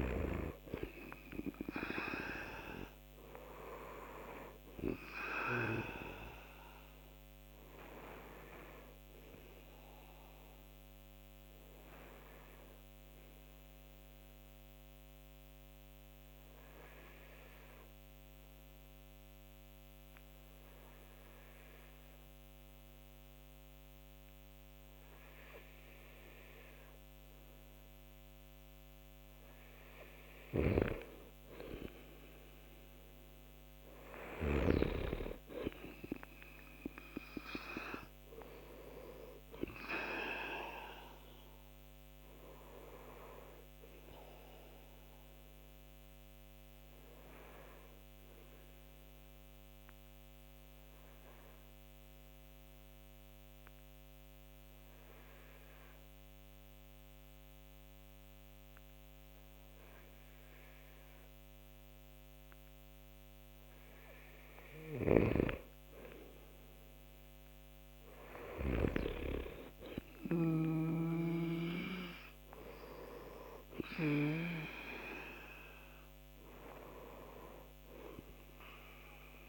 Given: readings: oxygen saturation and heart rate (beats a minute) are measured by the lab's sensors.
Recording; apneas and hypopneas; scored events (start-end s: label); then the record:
breathing in sleep by a microphone on the trachea; 2
0.00-1.00 s: arousal
2.00-26.00 s: oxygen desaturation (device-marked, oxygen 95% before, 88% lowest)
8.00-28.00 s: obstructive apnea (oxygen 95% before, 88% lowest)
30.50-34.50 s: arousal
39.00-58.00 s: oxygen desaturation (device-marked, oxygen 96% before, 90% lowest)
45.00-63.50 s: obstructive apnea (oxygen 96% before, 89% lowest)
64.00-68.50 s: snoring (device-marked)
65.00-69.50 s: arousal
68.00-79.49 s: oxygen desaturation (device-marked, oxygen 96% before, 89% lowest)
70.50-74.00 s: snoring (device-marked)
From the record:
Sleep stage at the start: N2 (light sleep); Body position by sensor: on the right side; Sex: male